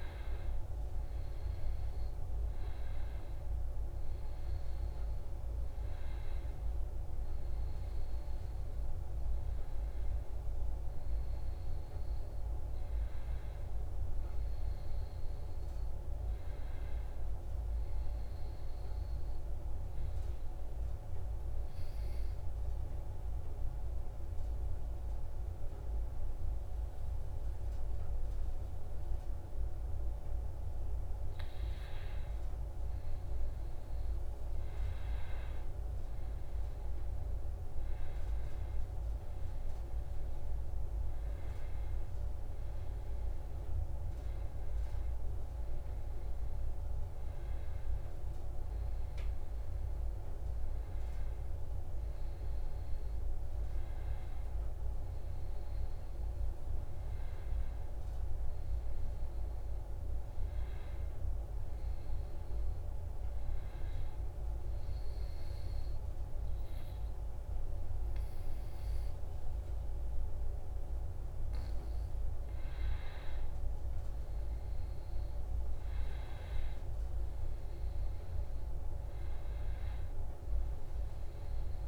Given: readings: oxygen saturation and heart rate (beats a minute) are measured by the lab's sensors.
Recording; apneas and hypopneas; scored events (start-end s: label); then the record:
breathing in sleep, hard to hear, by a room microphone; 2
11.00-14.50 s: arousal
18.50-31.00 s: obstructive apnea (oxygen 97% before, 93% lowest, heart rate 70 before, 63 extreme, up 6 after)
33.50-38.50 s: arousal
38.00-58.00 s: oxygen desaturation (device-marked, oxygen 96% before, 93% lowest, heart rate 66 before, 67 extreme)
61.00-72.00 s: hypopnea (oxygen 97% before, 94% lowest, heart rate 69 before, 67 extreme, up 3 after)
74.00-77.50 s: arousal
From the record:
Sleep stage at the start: N2 (light sleep); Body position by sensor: on the back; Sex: male